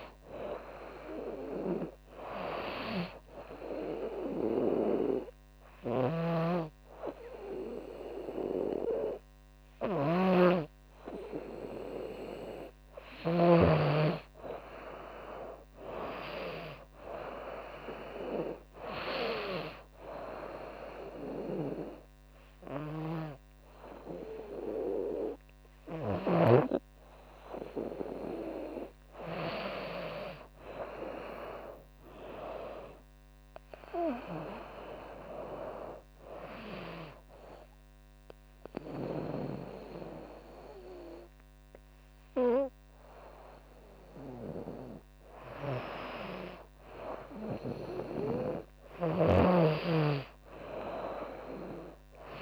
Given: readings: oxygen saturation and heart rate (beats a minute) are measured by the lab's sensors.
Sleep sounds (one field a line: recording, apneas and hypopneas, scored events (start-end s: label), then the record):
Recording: breathing in sleep by a microphone on the trachea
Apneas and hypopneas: 2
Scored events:
1.50-12.00 s: obstructive apnea (oxygen 98% before, 95% lowest, heart rate 80 before, 79 extreme, up 5 after)
5.00-12.50 s: snoring (device-marked)
14.00-19.00 s: arousal
22.00-25.50 s: snoring (device-marked)
34.50-45.00 s: obstructive apnea (oxygen 98% before, 95% lowest, heart rate 82 before, 71 extreme, up 8 after)
48.00-52.00 s: snoring (device-marked)
49.50-52.00 s: arousal
From the record:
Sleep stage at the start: N2 (light sleep)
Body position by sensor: on the right side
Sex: female